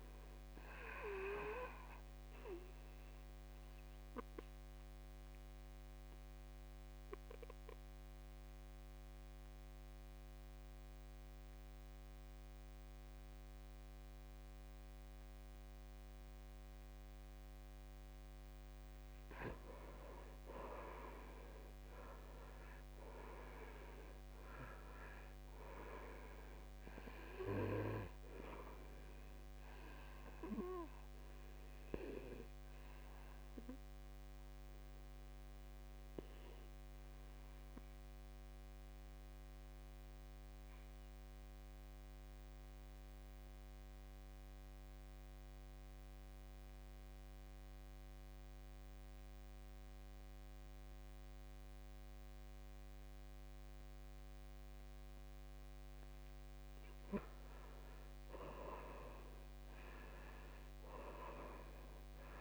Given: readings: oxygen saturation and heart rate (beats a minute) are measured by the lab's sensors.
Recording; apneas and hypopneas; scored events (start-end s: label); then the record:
breathing in sleep by a microphone on the trachea; 2
1.00-18.50 s: obstructive apnea (oxygen 96% before, 80% lowest, heart rate 61 before, 54 extreme, up 11 after)
2.50-19.50 s: oxygen desaturation (device-marked, oxygen 96% before, 82% lowest, heart rate 61 before, 54 extreme)
20.50-24.00 s: arousal
28.50-45.50 s: oxygen desaturation (device-marked, oxygen 93% before, 80% lowest, heart rate 64 before, 54 extreme)
28.50-56.50 s: obstructive apnea (oxygen 94% before, 80% lowest, heart rate 64 before, 52 extreme, up 13 after)
58.00-62.41 s: arousal
60.50-62.41 s: oxygen desaturation (device-marked, oxygen 98% before, 81% lowest, heart rate 57 before, 52 extreme)
From the record:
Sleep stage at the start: N2 (light sleep); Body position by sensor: on the back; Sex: male